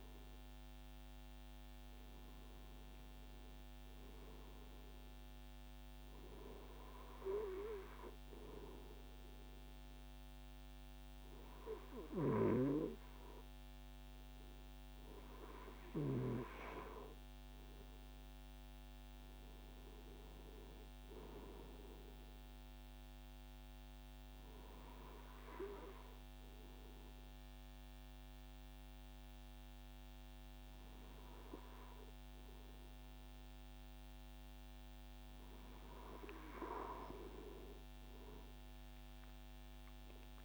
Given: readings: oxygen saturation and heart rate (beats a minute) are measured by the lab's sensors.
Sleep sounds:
breathing in sleep by a microphone on the trachea; 1
15.50-19.50 s: arousal
21.50-34.50 s: obstructive apnea (oxygen 97% before, 94% lowest, heart rate 181 before, 146 extreme, up 48 after)
38.00-40.45 s: arousal
From the record:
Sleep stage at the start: N2 (light sleep); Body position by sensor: on the right side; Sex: male

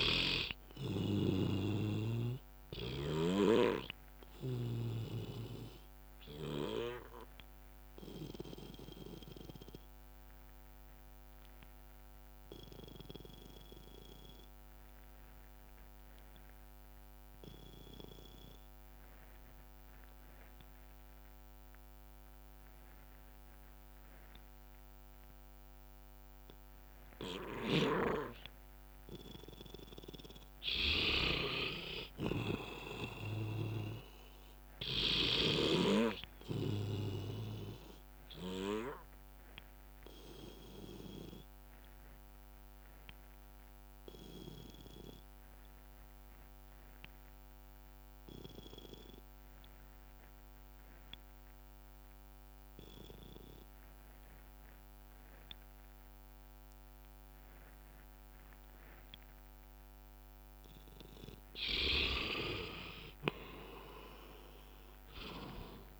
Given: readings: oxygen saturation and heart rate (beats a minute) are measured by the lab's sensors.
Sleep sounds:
breathing in sleep by a microphone on the trachea; 2
0.00-13.00 s: oxygen desaturation (device-marked, oxygen 88% lowest, heart rate 55 extreme)
4.00-10.00 s: bradycardia (device-marked, heart rate 66 before, 56 extreme)
7.00-29.50 s: obstructive apnea (oxygen 98% before, 86% lowest, heart rate 65 before, 55 extreme, up 10 after)
23.00-26.00 s: bradycardia (device-marked, heart rate 66 before, 62 extreme)
27.50-35.50 s: snoring (device-marked)
29.00-50.00 s: oxygen desaturation (device-marked, oxygen 98% before, 89% lowest, heart rate 60 before, 55 extreme)
32.50-36.00 s: arousal
40.50-60.50 s: obstructive apnea (oxygen 98% before, 85% lowest, heart rate 62 before, 55 extreme, up 18 after)
42.00-52.00 s: bradycardia (device-marked, heart rate 66 before, 55 extreme)
60.00-66.00 s: oxygen desaturation (device-marked, oxygen 97% before, 86% lowest, heart rate 60 before, 56 extreme)
63.00-66.00 s: arousal
63.00-66.00 s: drop in pulse transit time (device-marked, heart rate 59 before, 66 extreme)
From the record:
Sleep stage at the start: N2 (light sleep); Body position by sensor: on the back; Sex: male

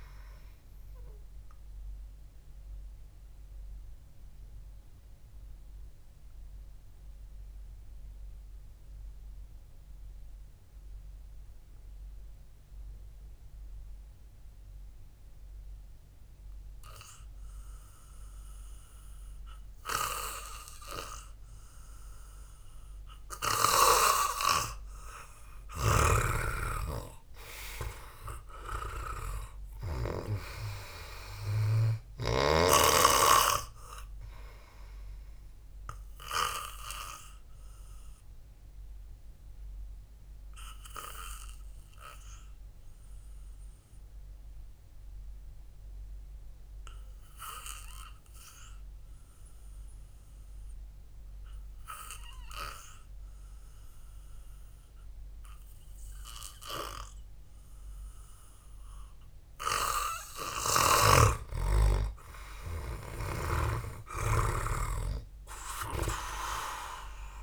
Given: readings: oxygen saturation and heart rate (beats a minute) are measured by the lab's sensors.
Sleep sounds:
breathing in sleep by a room microphone; 2
0.00-8.50 s: oxygen desaturation (device-marked, oxygen 93% lowest, heart rate 54 extreme)
3.00-26.00 s: obstructive apnea (oxygen 97% before, 90% lowest, heart rate 62 before, 54 extreme, up 7 after)
16.50-25.50 s: oxygen desaturation (device-marked, oxygen 95% before, 91% lowest, heart rate 63 before, 54 extreme)
26.00-31.00 s: snoring (device-marked)
27.00-30.00 s: arousal
35.50-53.50 s: oxygen desaturation (device-marked, oxygen 97% before, 90% lowest, heart rate 60 before, 53 extreme)
39.00-60.50 s: hypopnea (oxygen 97% before, 90% lowest, heart rate 58 before, 53 extreme)
59.50-67.43 s: oxygen desaturation (device-marked, oxygen 98% before, 95% lowest, heart rate 65 before, 54 extreme)
61.00-67.43 s: snoring (device-marked)
62.50-67.00 s: arousal
From the record:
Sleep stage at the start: N2 (light sleep); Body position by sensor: on the back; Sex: male

